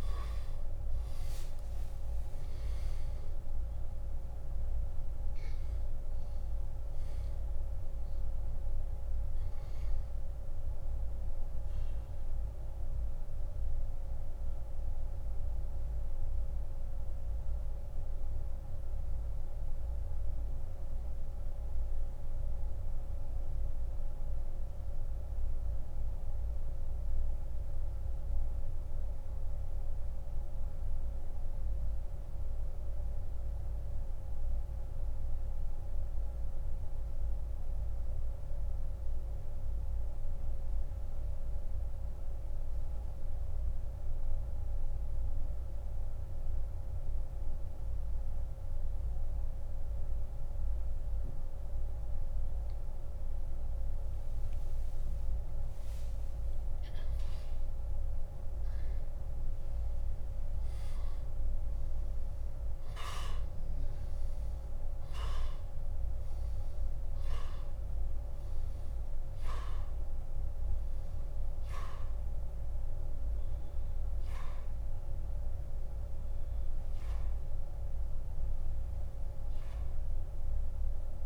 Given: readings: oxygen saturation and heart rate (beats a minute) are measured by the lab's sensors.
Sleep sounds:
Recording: breathing in sleep, hard to hear, by a room microphone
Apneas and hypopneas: 1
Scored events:
0.00-4.50 s: oxygen desaturation (device-marked, oxygen 92% lowest, heart rate 69 extreme)
4.00-8.50 s: arousal
13.50-52.50 s: central apnea (oxygen 98% before, 85% lowest, heart rate 87 before, 57 extreme, up 22 after)
25.50-51.50 s: oxygen desaturation (device-marked, oxygen 92% before, 85% lowest, heart rate 83 before, 57 extreme)
54.50-58.00 s: arousal
From the record:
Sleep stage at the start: N2 (light sleep)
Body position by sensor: on the back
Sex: male

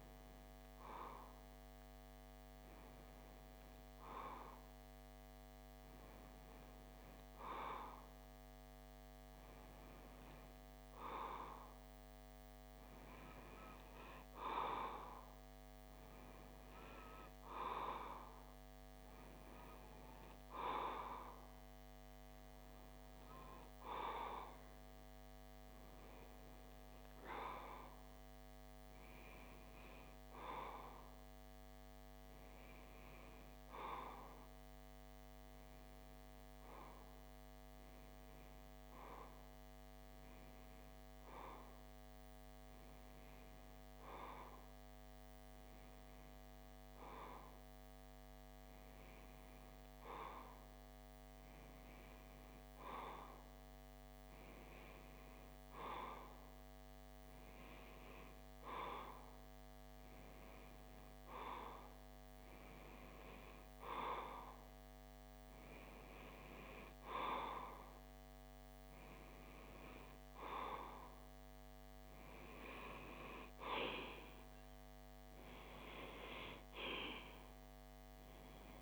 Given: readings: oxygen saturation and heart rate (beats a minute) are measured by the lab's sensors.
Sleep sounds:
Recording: breathing in sleep by a microphone on the trachea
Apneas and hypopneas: 1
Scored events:
37.00-60.00 s: hypopnea (oxygen 94% before, 92% lowest)
62.50-67.50 s: arousal
From the record:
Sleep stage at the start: N2 (light sleep)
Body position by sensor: on the left side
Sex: male

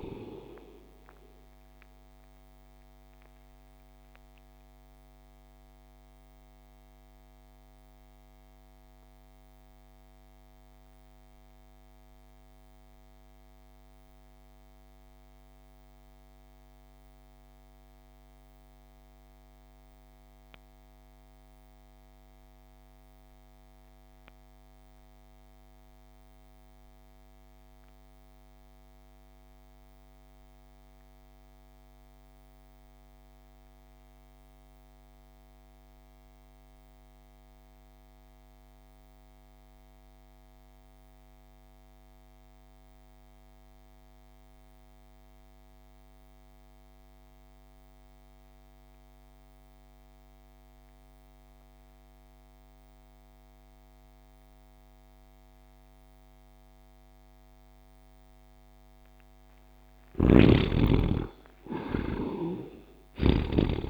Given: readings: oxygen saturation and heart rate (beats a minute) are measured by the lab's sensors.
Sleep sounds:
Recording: breathing in sleep by a microphone on the trachea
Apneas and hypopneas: 1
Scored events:
0.00-16.00 s: oxygen desaturation (device-marked, oxygen 62% lowest)
2.50-59.50 s: mixed apnea (oxygen 91% before, 54% lowest)
27.00-63.90 s: oxygen desaturation (device-marked, oxygen 100% before, 54% lowest)
60.00-63.90 s: snoring (device-marked)
61.00-63.90 s: arousal
From the record:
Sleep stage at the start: REM sleep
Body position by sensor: on the right side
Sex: male

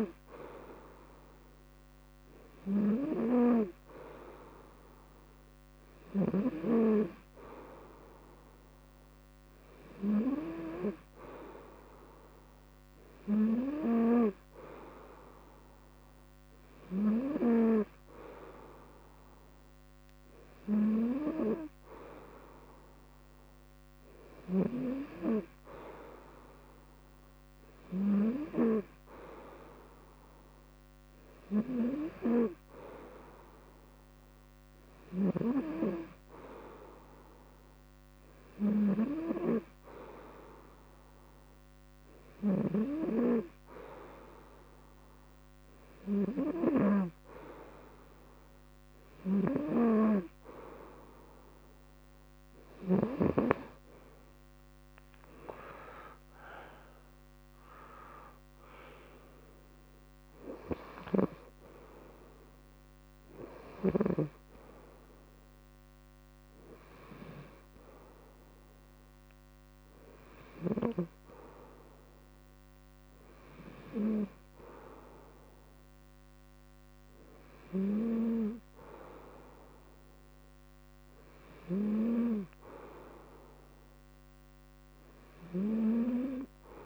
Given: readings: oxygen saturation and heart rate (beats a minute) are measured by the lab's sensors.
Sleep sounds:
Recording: breathing in sleep by a microphone on the trachea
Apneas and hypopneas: none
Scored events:
48.50-52.50 s: snoring (device-marked)
From the record:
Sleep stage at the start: N2 (light sleep)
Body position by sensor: on the front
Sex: male

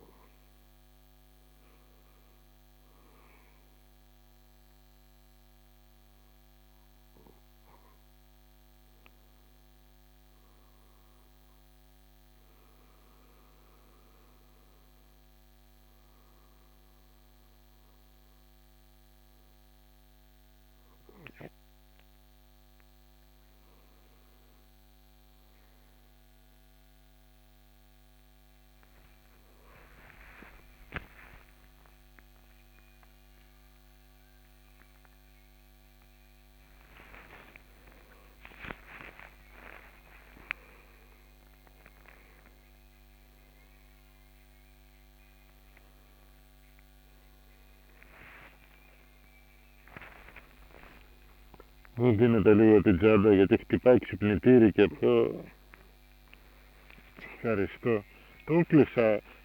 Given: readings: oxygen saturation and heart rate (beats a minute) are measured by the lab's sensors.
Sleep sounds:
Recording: a person partly awake in a sleep study, by a microphone on the trachea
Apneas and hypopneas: 1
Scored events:
2.00-14.50 s: hypopnea (oxygen 97% before, 94% lowest, heart rate 68 before, 66 extreme, up 3 after)
43.00-59.45 s: new sleep stage, awake
55.00-59.45 s: snoring (device-marked)
From the record:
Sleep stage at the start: N2 (light sleep)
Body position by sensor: on the right side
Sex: male

